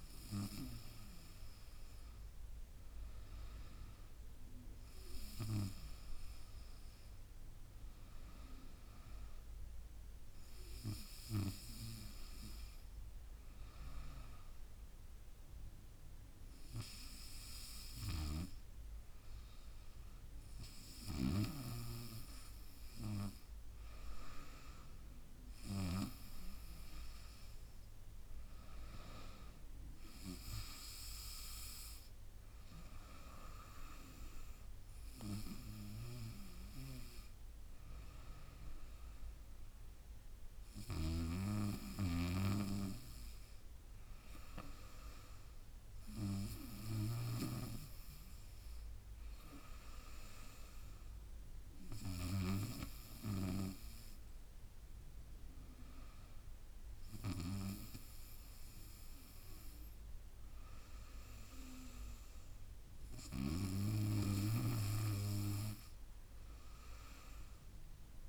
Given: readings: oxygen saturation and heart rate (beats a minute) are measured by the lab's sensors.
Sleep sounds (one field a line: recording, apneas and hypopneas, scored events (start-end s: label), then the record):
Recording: breathing in sleep by a room microphone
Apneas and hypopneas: 1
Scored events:
10.00-21.00 s: hypopnea (oxygen 96% before, 93% lowest, heart rate 81 before, 75 extreme, up 10 after)
18.00-22.00 s: snoring (device-marked)
23.50-27.00 s: arousal
25.50-36.50 s: drop in pulse transit time (device-marked, heart rate 79 before, 81 extreme)
30.50-42.50 s: oxygen desaturation (device-marked, oxygen 96% before, 93% lowest, heart rate 80 before, 79 extreme)
41.00-47.50 s: snoring (device-marked)
From the record:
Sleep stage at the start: N2 (light sleep)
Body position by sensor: on the right side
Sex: female